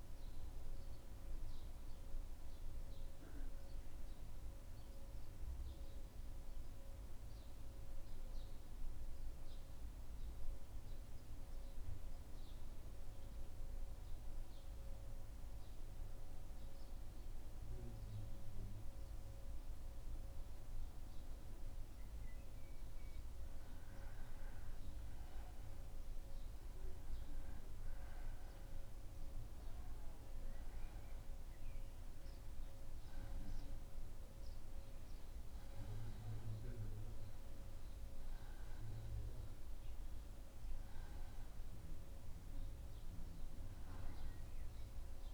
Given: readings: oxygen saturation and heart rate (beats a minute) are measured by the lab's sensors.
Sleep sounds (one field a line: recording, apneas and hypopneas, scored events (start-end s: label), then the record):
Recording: breathing in sleep, hard to hear, by a room microphone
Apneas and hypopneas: 1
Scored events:
4.00-21.50 s: central apnea (oxygen 99% before, 87% lowest, heart rate 76 before, 74 extreme, up 2 after)
22.50-27.50 s: arousal
From the record:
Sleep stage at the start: N1 (lightest sleep)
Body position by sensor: on the back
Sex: male